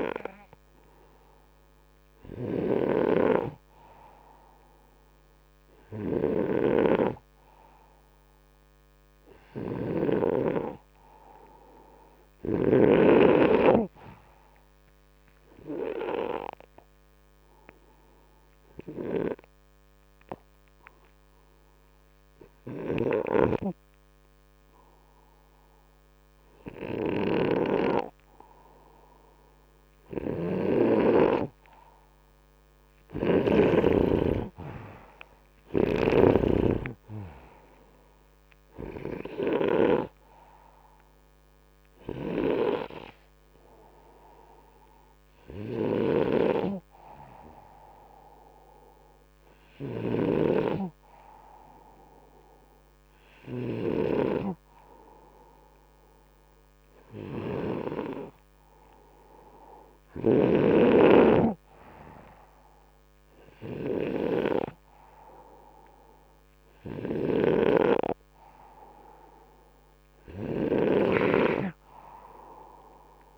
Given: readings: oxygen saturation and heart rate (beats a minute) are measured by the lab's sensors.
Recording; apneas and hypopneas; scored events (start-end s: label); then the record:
breathing in sleep by a microphone on the trachea; 1
0.00-3.00 s: oxygen desaturation (device-marked, oxygen 92% lowest, heart rate 63 extreme)
2.00-10.00 s: snoring (device-marked)
11.50-15.00 s: arousal
18.50-29.00 s: hypopnea (oxygen 95% before, 89% lowest, heart rate 67 before, 62 extreme, up 7 after)
23.00-33.50 s: snoring (device-marked)
32.50-36.00 s: arousal
38.00-59.00 s: oxygen desaturation (device-marked, oxygen 95% before, 89% lowest, heart rate 66 before, 62 extreme)
45.50-54.00 s: snoring (device-marked)
67.00-73.38 s: snoring (device-marked)
From the record:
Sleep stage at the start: N2 (light sleep); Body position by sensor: upright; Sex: male